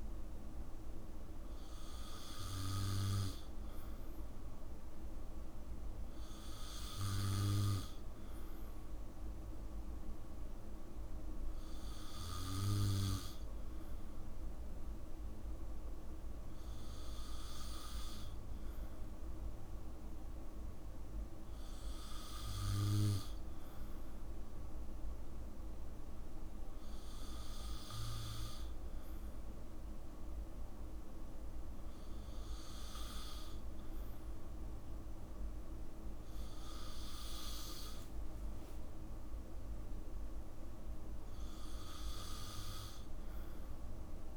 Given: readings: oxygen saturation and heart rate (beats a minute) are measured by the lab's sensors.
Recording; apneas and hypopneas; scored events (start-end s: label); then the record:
breathing in sleep by a room microphone; none
38.00-40.00 s: long interval between heartbeats (device-marked, heart rate 63 before, 75 extreme)
From the record:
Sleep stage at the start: N2 (light sleep); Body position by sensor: on the back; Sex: male